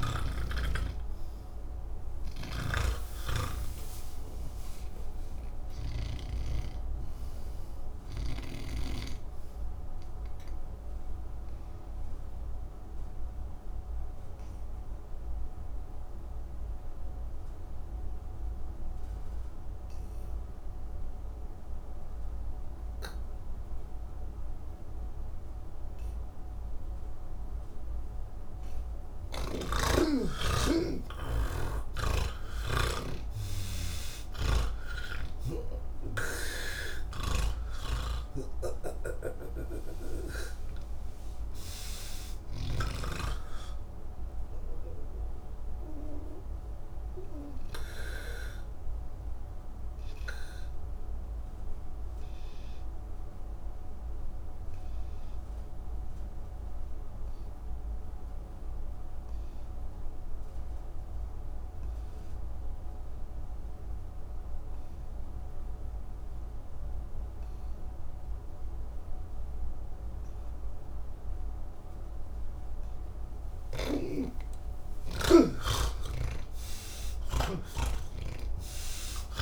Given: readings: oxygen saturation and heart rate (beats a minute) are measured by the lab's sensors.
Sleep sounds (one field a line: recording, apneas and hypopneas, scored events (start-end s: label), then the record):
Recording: breathing in sleep by a room microphone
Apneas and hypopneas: 2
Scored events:
0.00-9.00 s: snoring (device-marked)
0.00-11.50 s: oxygen desaturation (device-marked, oxygen 82% lowest, heart rate 40 extreme)
6.00-26.50 s: obstructive apnea (oxygen 94% before, 82% lowest, heart rate 110 before, 73 extreme, up 38 after)
25.50-59.50 s: oxygen desaturation (device-marked, oxygen 99% before, 83% lowest, heart rate 99 before, 88 extreme)
34.00-43.00 s: snoring (device-marked)
47.50-72.50 s: obstructive apnea (oxygen 98% before, 82% lowest, heart rate 143 before, 109 extreme, up 51 after)
74.50-79.42 s: oxygen desaturation (device-marked, oxygen 98% before, 82% lowest, heart rate 141 before, 98 extreme)
From the record:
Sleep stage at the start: N1 (lightest sleep)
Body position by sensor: on the back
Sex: male